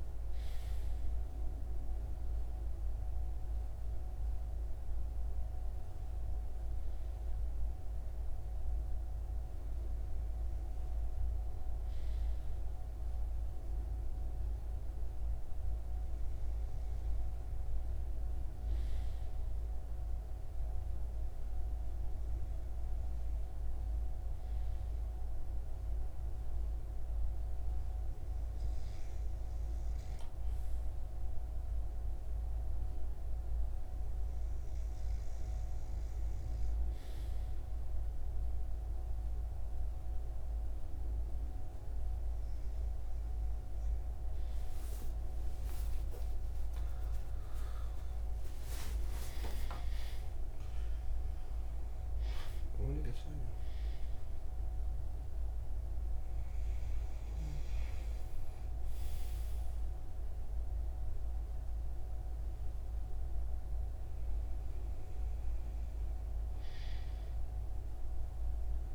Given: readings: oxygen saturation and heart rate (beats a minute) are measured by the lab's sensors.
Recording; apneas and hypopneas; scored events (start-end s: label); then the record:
a person partly awake in a sleep study, hard to hear, by a room microphone; none
40.00-68.95 s: new sleep stage, awake
From the record:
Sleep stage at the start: REM sleep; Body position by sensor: on the right side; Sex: male